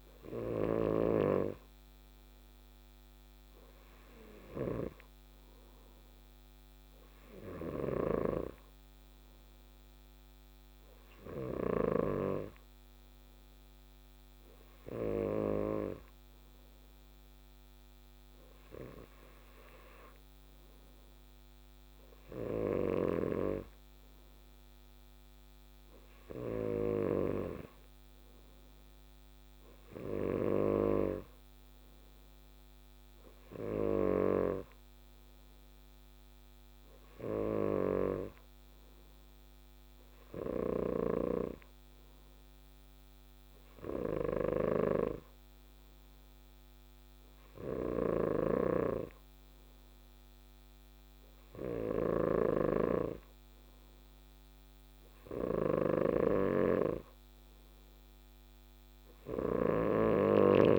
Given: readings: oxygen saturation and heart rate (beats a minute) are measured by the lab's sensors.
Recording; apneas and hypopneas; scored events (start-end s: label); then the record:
breathing in sleep by a microphone on the trachea; none
0.00-12.00 s: snoring (device-marked)
41.00-60.00 s: snoring (device-marked)
From the record:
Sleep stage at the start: N2 (light sleep); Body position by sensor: on the left side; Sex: male